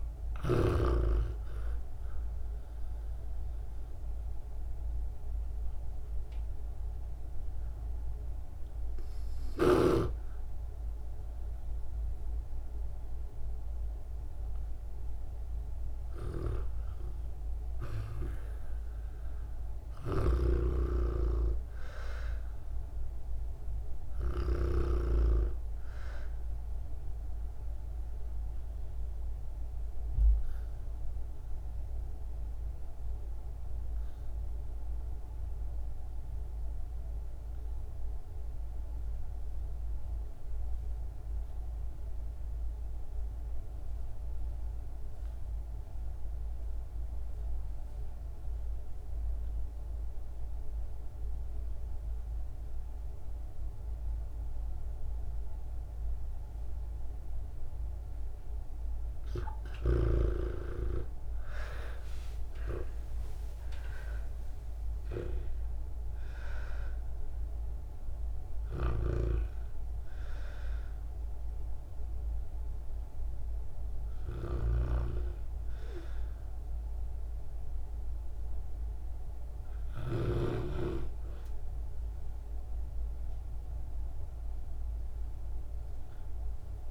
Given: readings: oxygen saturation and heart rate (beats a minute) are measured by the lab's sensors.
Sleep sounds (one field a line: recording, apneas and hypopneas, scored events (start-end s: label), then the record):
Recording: breathing in sleep by a room microphone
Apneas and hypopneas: 2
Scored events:
2.00-15.50 s: obstructive apnea (oxygen 98% before, 80% lowest, heart rate 67 before, 60 extreme, up 3 after)
16.00-25.00 s: snoring (device-marked)
17.50-22.00 s: arousal
21.50-40.50 s: oxygen desaturation (device-marked, oxygen 96% before, 91% lowest, heart rate 66 before, 52 extreme)
27.00-58.50 s: obstructive apnea (oxygen 98% before, 77% lowest, heart rate 66 before, 52 extreme, up 20 after)
42.50-86.91 s: oxygen desaturation (device-marked, oxygen 97% before, 77% lowest, heart rate 65 before, 52 extreme)
61.00-66.50 s: arousal
74.50-80.50 s: snoring (device-marked)
From the record:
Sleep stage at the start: REM sleep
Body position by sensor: on the back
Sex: female